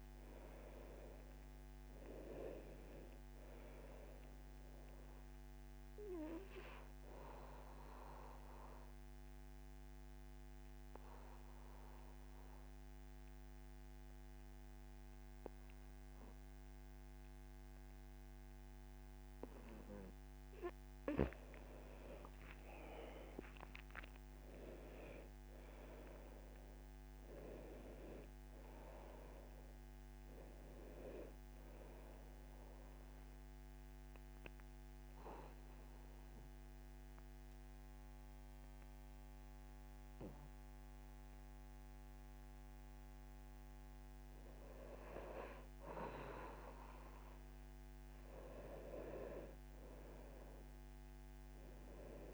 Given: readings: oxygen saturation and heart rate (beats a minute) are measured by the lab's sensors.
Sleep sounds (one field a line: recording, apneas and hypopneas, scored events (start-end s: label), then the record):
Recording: breathing in sleep by a microphone on the trachea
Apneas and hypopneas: 2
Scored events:
0.00-17.00 s: oxygen desaturation (device-marked, oxygen 88% lowest, heart rate 74 extreme)
5.50-19.50 s: obstructive apnea (oxygen 99% before, 87% lowest, heart rate 74 before, 72 extreme, up 7 after)
22.00-45.00 s: oxygen desaturation (device-marked, oxygen 99% before, 87% lowest, heart rate 79 before, 72 extreme)
22.50-26.50 s: arousal
33.00-45.00 s: obstructive apnea (oxygen 99% before, 87% lowest, heart rate 80 before, 72 extreme, up 5 after)
49.00-52.34 s: arousal
From the record:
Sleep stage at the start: N2 (light sleep)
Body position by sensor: on the back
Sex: male